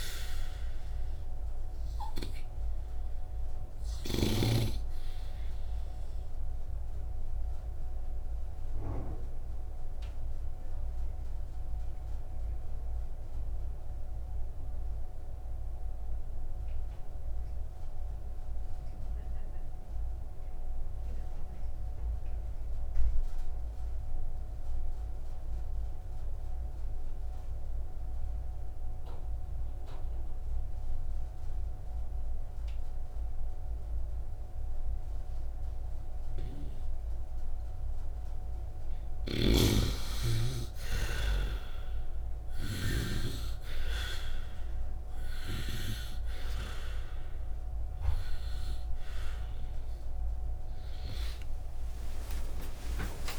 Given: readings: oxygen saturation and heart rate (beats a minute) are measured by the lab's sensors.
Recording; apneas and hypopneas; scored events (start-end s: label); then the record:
breathing in sleep by a room microphone; 1
0.00-4.50 s: snoring (device-marked)
6.00-26.00 s: oxygen desaturation (device-marked, oxygen 97% before, 78% lowest, heart rate 66 before, 49 extreme)
7.50-36.50 s: obstructive apnea (oxygen 98% before, 78% lowest, heart rate 66 before, 49 extreme, up 8 after)
32.00-53.39 s: oxygen desaturation (device-marked, oxygen 97% before, 78% lowest, heart rate 64 before, 49 extreme)
39.50-43.00 s: snoring (device-marked)
51.00-53.39 s: new sleep stage, awake
From the record:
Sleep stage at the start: N2 (light sleep); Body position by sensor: upright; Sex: male